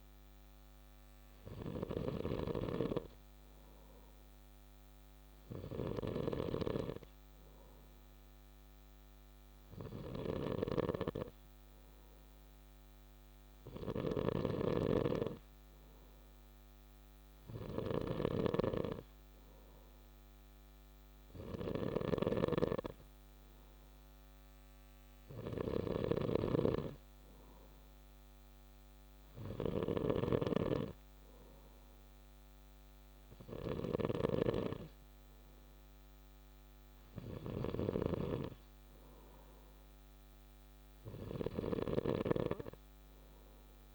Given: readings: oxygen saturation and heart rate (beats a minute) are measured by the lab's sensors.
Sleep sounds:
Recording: breathing in sleep by a microphone on the trachea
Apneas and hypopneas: none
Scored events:
0.00-43.95 s: snoring (device-marked)
From the record:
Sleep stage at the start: N2 (light sleep)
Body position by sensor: on the back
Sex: male

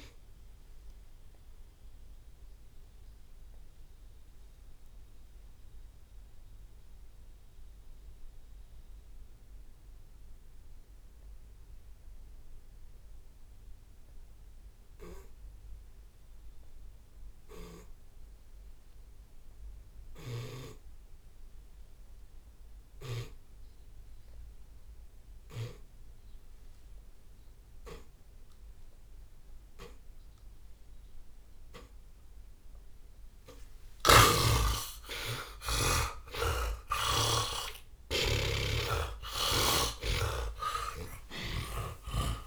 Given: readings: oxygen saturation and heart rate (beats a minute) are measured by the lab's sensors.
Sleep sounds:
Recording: breathing in sleep by a room microphone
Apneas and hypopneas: 1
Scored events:
0.00-29.50 s: oxygen desaturation (device-marked, oxygen 84% lowest)
2.50-4.50 s: long interval between heartbeats (device-marked, heart rate 39 before, 67 extreme)
3.00-21.50 s: obstructive apnea (oxygen 92% before, 85% lowest)
8.00-10.00 s: long interval between heartbeats (device-marked, heart rate 52 before, 47 extreme)
13.50-15.50 s: long interval between heartbeats (device-marked, heart rate 58 before, 28 extreme)
18.50 s: drop in pulse transit time (device-marked)
19.00-21.00 s: long interval between heartbeats (device-marked, heart rate 47 before, 28 extreme)
33.50-36.50 s: drop in pulse transit time (device-marked, heart rate 32 before, 46 extreme)
34.00-40.00 s: arousal
36.50-42.47 s: tachycardia (device-marked, heart rate 39 before, 117 extreme)
38.50-42.47 s: drop in pulse transit time (device-marked, heart rate 43 before, 92 extreme)
From the record:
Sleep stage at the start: N2 (light sleep)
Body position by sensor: on the back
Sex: male

